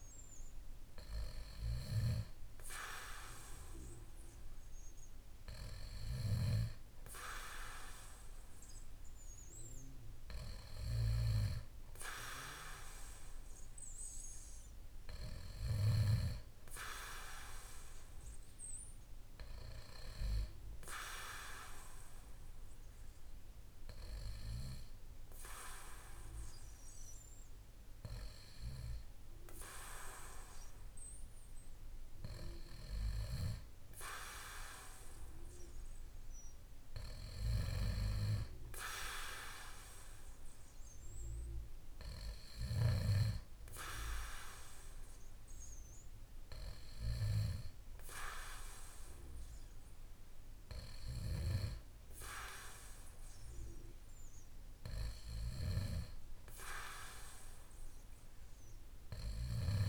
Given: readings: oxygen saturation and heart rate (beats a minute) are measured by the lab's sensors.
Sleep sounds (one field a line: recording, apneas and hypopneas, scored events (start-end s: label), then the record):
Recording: breathing in sleep by a room microphone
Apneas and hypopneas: none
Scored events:
none scored
From the record:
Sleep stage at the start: N2 (light sleep)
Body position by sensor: on the back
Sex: male